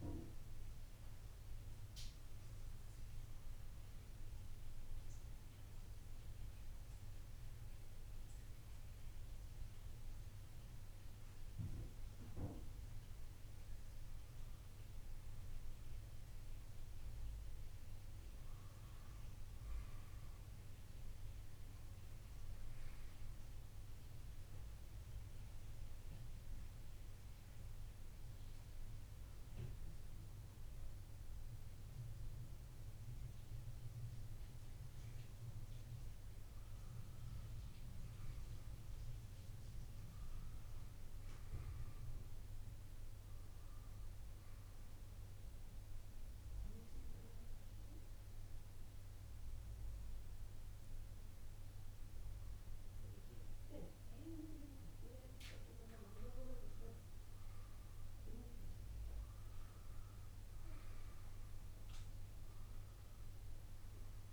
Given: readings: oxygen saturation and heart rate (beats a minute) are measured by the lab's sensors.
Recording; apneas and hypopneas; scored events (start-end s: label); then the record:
breathing in sleep by a room microphone; 2
4.00-14.00 s: central apnea (oxygen 96% before, 89% lowest)
17.50-21.50 s: arousal
25.00-39.00 s: oxygen desaturation (device-marked, oxygen 94% before, 89% lowest, heart rate 99 before, 68 extreme)
40.00-43.50 s: arousal
45.00-62.00 s: oxygen desaturation (device-marked, oxygen 94% before, 89% lowest)
45.50-55.50 s: mixed apnea (oxygen 94% before, 88% lowest)
58.50-62.50 s: arousal
From the record:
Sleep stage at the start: N2 (light sleep); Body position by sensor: on the right side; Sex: male